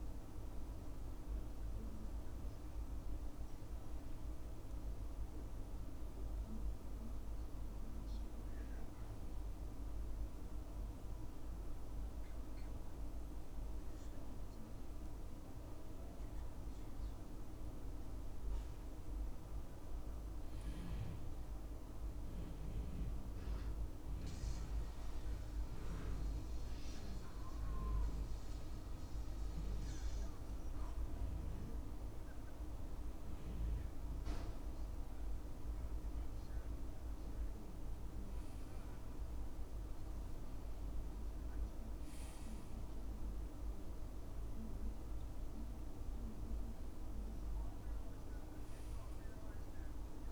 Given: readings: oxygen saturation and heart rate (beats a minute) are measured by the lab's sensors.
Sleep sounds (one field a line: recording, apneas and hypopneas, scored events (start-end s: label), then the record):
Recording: breathing in sleep, hard to hear, by a room microphone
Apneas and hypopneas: 2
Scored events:
2.00-5.50 s: arousal
9.50-19.50 s: obstructive apnea (oxygen 96% before, 91% lowest, heart rate 72 before, 69 extreme, up 0 after)
20.50-23.00 s: arousal
26.00-36.50 s: obstructive apnea (oxygen 97% before, 91% lowest, heart rate 71 before, 69 extreme, up 4 after)
46.50-50.32 s: oxygen desaturation (device-marked, oxygen 95% before, 91% lowest, heart rate 71 before, 70 extreme)
49.50-50.32 s: new sleep stage, awake
From the record:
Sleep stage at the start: N2 (light sleep)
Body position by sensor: on the back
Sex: male